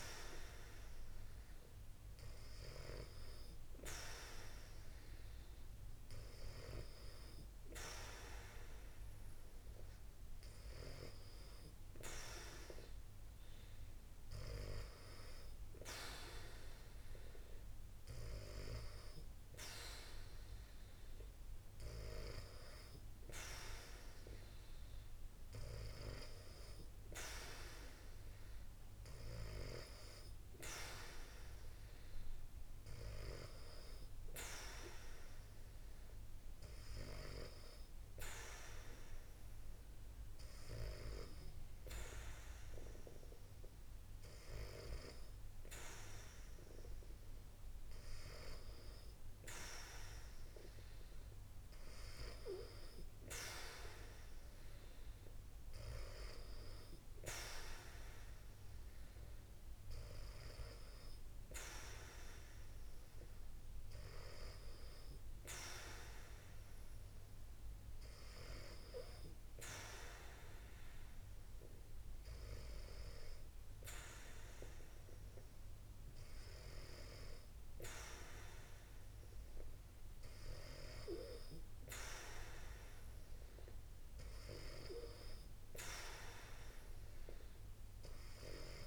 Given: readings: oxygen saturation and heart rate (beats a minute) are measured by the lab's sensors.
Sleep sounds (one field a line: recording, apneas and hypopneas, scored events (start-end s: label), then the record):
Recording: breathing in sleep by a room microphone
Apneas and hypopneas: none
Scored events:
none scored
From the record:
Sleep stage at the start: N2 (light sleep)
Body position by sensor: on the back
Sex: female